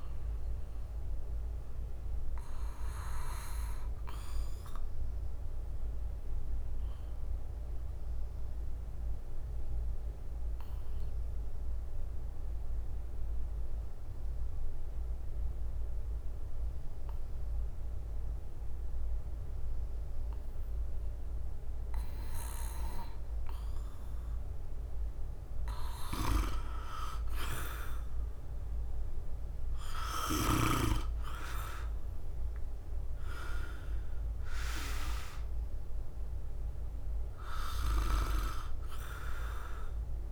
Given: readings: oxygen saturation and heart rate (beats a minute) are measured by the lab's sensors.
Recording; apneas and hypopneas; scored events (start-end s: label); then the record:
breathing in sleep by a room microphone; 1
4.00-23.00 s: hypopnea (oxygen 94% before, 90% lowest, heart rate 60 before, 47 extreme, up 5 after)
4.50-30.50 s: bradycardia (device-marked, heart rate 57 before, 47 extreme)
8.50-19.50 s: drop in pulse transit time (device-marked, heart rate 61 before, 49 extreme)
11.50-20.50 s: oxygen desaturation (device-marked, oxygen 94% before, 90% lowest, heart rate 61 before, 47 extreme)
29.50-34.00 s: arousal
From the record:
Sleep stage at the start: N2 (light sleep); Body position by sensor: on the back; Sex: male